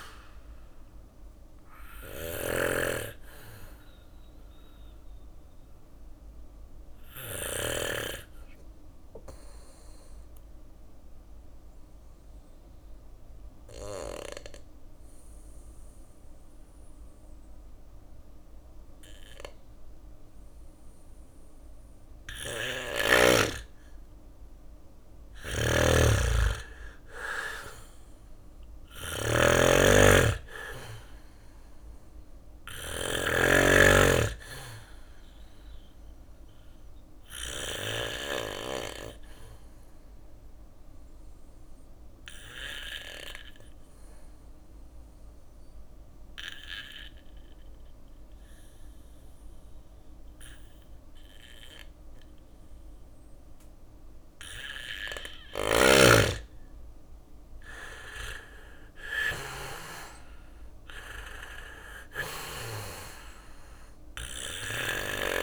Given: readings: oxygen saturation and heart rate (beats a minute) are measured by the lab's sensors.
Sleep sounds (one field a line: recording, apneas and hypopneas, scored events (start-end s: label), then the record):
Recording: breathing in sleep by a room microphone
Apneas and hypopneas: 2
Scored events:
0.00-10.50 s: drop in pulse transit time (device-marked, heart rate 58 extreme)
0.50-7.50 s: bradycardia (device-marked, heart rate 61 before, 58 extreme)
1.00-6.50 s: snoring (device-marked)
1.50-22.50 s: oxygen desaturation (device-marked, oxygen 97% before, 92% lowest, heart rate 61 before, 56 extreme)
2.50-21.50 s: obstructive apnea (oxygen 98% before, 91% lowest, heart rate 62 before, 56 extreme, up 4 after)
24.00-38.00 s: snoring (device-marked)
25.00-29.00 s: arousal
31.50-54.50 s: bradycardia (device-marked, heart rate 61 before, 56 extreme)
33.50-48.50 s: oxygen desaturation (device-marked, oxygen 99% before, 93% lowest, heart rate 61 before, 55 extreme)
36.00-53.00 s: obstructive apnea (oxygen 99% before, 91% lowest, heart rate 60 before, 55 extreme, up 6 after)
54.50-64.00 s: snoring (device-marked)
55.50-59.50 s: arousal
55.50-65.43 s: oxygen desaturation (device-marked, oxygen 98% before, 91% lowest, heart rate 58 before, 55 extreme)
56.50-65.43 s: drop in pulse transit time (device-marked, heart rate 58 before, 59 extreme)
62.50-65.43 s: bradycardia (device-marked, heart rate 60 before, 55 extreme)
From the record:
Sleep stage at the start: N2 (light sleep)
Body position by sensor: on the back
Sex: male